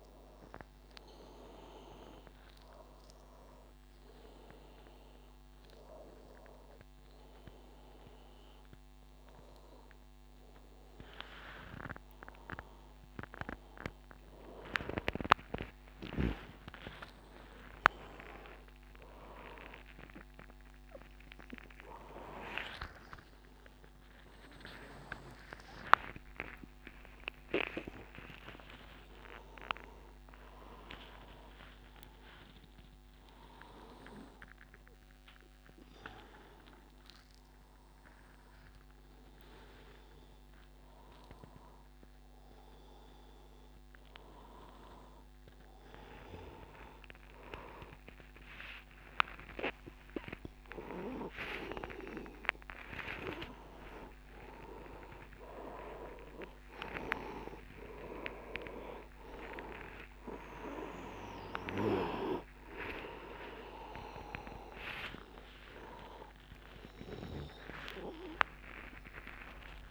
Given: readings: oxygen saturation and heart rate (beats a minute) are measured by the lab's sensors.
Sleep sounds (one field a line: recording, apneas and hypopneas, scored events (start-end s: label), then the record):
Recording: a person awake in a sleep study, by a microphone on the trachea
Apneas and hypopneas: none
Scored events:
1.00-15.00 s: oxygen desaturation (device-marked, oxygen 96% before, 91% lowest, heart rate 88 before, 93 extreme)
12.00-69.91 s: new sleep stage, awake
22.00-24.00 s: long interval between heartbeats (device-marked, heart rate 95 before, 118 extreme)
26.50-28.50 s: long interval between heartbeats (device-marked, heart rate 102 before, 148 extreme)
34.50-36.50 s: long interval between heartbeats (device-marked, heart rate 116 before, 117 extreme)
49.50-51.50 s: long interval between heartbeats (device-marked, heart rate 112 before, 111 extreme)
52.50-54.50 s: long interval between heartbeats (device-marked, heart rate 112 before, 142 extreme)
55.50-57.50 s: long interval between heartbeats (device-marked, heart rate 117 before, 166 extreme)
57.50-59.50 s: long interval between heartbeats (device-marked, heart rate 122 before, 171 extreme)
From the record:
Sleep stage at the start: N2 (light sleep)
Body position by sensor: on the back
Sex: male